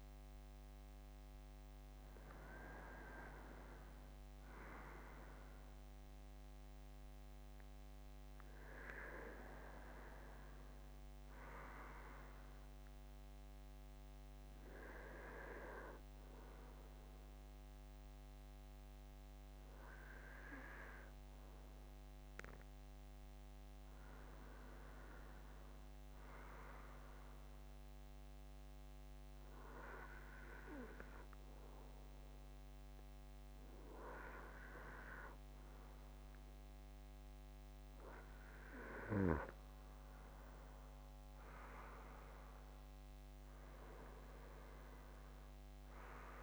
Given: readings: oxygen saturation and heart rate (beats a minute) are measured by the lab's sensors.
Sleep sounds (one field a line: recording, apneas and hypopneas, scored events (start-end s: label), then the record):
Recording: breathing in sleep by a microphone on the trachea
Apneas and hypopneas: none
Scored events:
11.00-27.00 s: oxygen desaturation (device-marked, oxygen 96% before, 93% lowest)
From the record:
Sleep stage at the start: N2 (light sleep)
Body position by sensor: on the front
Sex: male